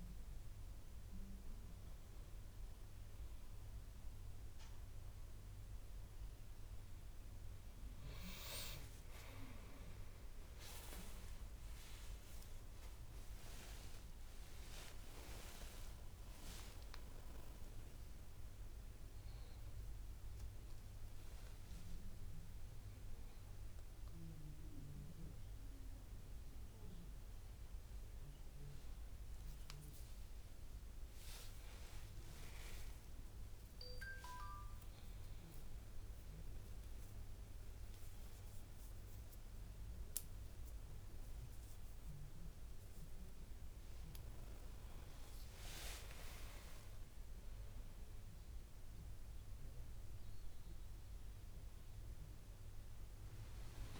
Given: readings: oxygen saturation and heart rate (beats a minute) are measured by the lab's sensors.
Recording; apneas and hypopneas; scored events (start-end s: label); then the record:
a person awake in a sleep study, by a room microphone; none
22.50-54.00 s: new sleep stage, awake
From the record:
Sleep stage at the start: N2 (light sleep); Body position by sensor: on the back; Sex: male